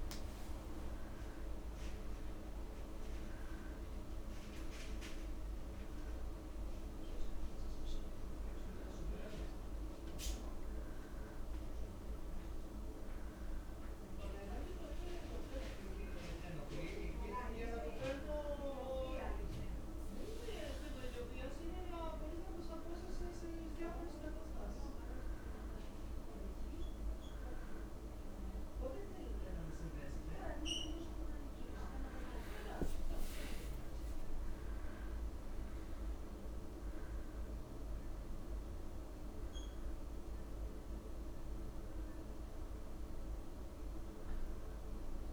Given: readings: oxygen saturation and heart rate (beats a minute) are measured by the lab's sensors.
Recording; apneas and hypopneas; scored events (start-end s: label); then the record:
breathing in sleep by a room microphone; 1
12.00-30.50 s: hypopnea (oxygen 97% before, 94% lowest, heart rate 85 before, 85 extreme, up 2 after)
32.50-36.50 s: arousal
38.50-45.33 s: new sleep stage, N2 (light sleep)
From the record:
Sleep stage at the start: N1 (lightest sleep); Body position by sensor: on the back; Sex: male